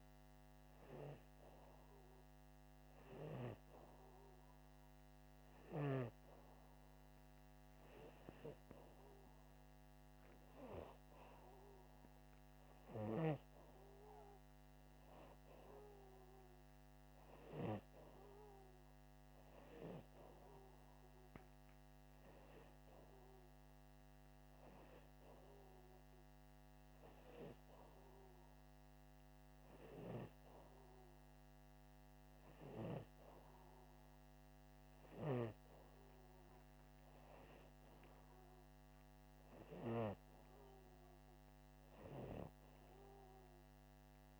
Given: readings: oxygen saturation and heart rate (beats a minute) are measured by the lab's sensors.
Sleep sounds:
breathing in sleep by a microphone on the trachea; none
none scored
From the record:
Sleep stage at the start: N2 (light sleep); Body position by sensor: upright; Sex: male

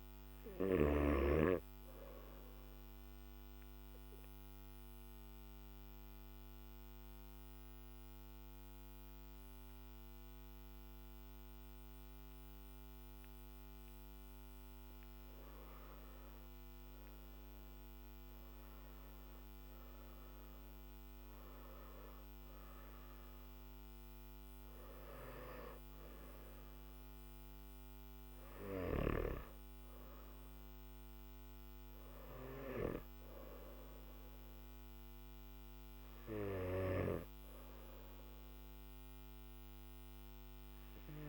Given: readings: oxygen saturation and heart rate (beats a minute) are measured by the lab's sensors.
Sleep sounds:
breathing in sleep by a microphone on the trachea; 1
0.00-10.00 s: oxygen desaturation (device-marked, oxygen 95% lowest, heart rate 48 extreme)
1.50-14.50 s: obstructive apnea (oxygen 98% before, 93% lowest, heart rate 55 before, 48 extreme, up 7 after)
From the record:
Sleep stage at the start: N1 (lightest sleep); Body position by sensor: on the back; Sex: male

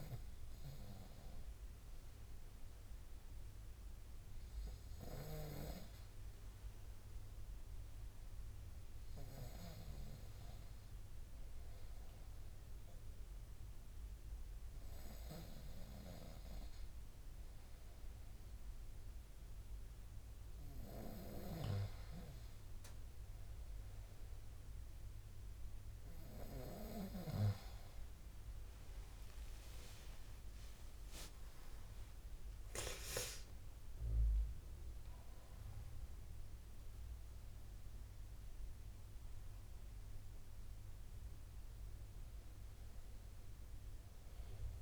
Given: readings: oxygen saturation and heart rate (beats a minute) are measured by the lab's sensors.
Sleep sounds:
breathing in sleep by a room microphone; none
30.00-35.00 s: arousal
From the record:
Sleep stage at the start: N2 (light sleep); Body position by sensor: on the front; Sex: male

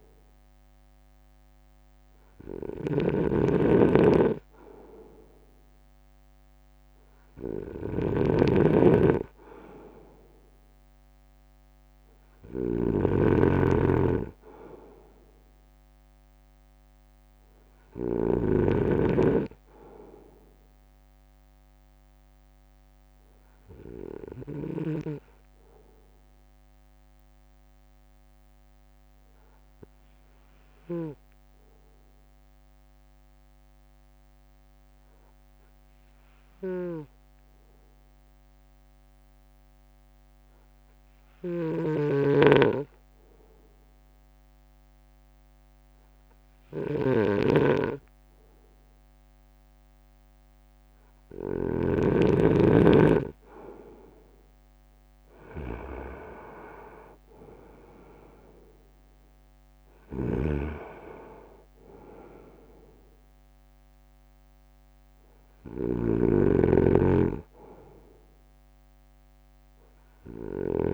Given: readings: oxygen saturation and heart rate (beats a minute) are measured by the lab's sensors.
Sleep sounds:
breathing in sleep by a microphone on the trachea; 1
0.00-18.50 s: snoring (device-marked)
0.00-25.00 s: drop in pulse transit time (device-marked, heart rate 54 extreme)
22.00-48.50 s: obstructive apnea (oxygen 96% before, 94% lowest, heart rate 57 before, 53 extreme, up 1 after)
41.50-52.00 s: snoring (device-marked)
50.00-69.00 s: drop in pulse transit time (device-marked, heart rate 57 before, 53 extreme)
53.50-57.00 s: arousal
60.00-70.94 s: snoring (device-marked)
From the record:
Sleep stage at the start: N2 (light sleep); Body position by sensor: on the front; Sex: male

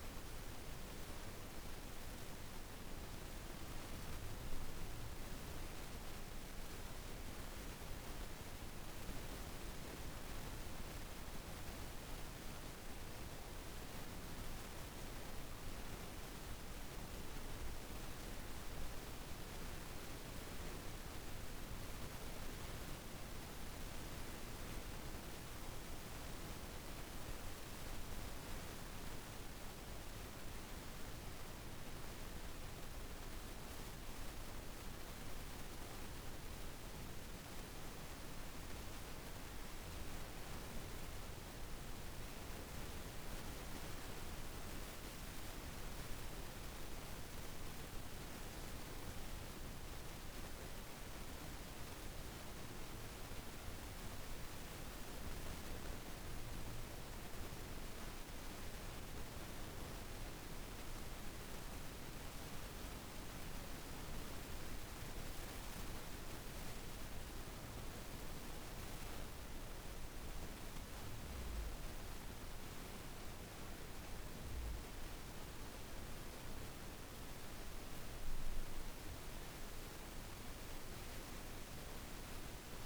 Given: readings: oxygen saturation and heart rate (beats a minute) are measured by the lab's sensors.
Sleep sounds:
breathing in sleep, hard to hear, by a room microphone; 2
12.50-26.00 s: obstructive apnea (oxygen 96% before, 90% lowest, heart rate 56 before, 55 extreme, up 3 after)
29.00-34.00 s: arousal
29.00-46.00 s: oxygen desaturation (device-marked, oxygen 94% before, 90% lowest, heart rate 56 before, 54 extreme)
51.00-62.00 s: obstructive apnea (oxygen 95% before, 90% lowest, heart rate 56 before, 53 extreme, up 31 after)
64.50-68.50 s: arousal
66.00-82.86 s: oxygen desaturation (device-marked, oxygen 95% before, 90% lowest, heart rate 56 before, 53 extreme)
From the record:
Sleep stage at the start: N2 (light sleep); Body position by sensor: on the back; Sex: female

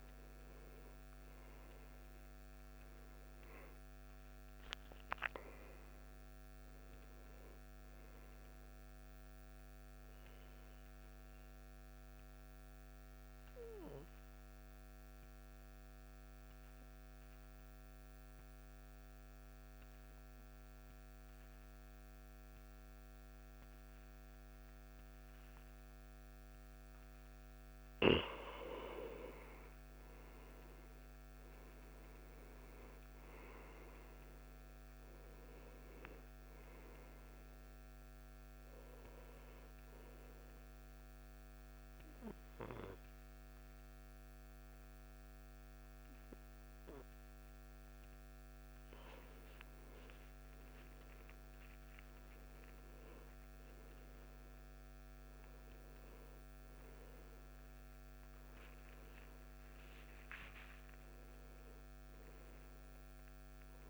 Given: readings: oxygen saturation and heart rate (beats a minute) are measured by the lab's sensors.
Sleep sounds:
breathing in sleep by a microphone on the trachea; 2
4.00-8.50 s: arousal
14.00-29.00 s: hypopnea (oxygen 94% before, 90% lowest, heart rate 67 before, 57 extreme, up 10 after)
31.00-35.50 s: arousal
31.50-49.50 s: oxygen desaturation (device-marked, oxygen 96% before, 90% lowest, heart rate 60 before, 57 extreme)
40.00-50.00 s: hypopnea (oxygen 96% before, 89% lowest, heart rate 61 before, 57 extreme, up 10 after)
52.00-56.50 s: arousal
From the record:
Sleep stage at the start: N2 (light sleep); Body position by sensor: on the back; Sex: male

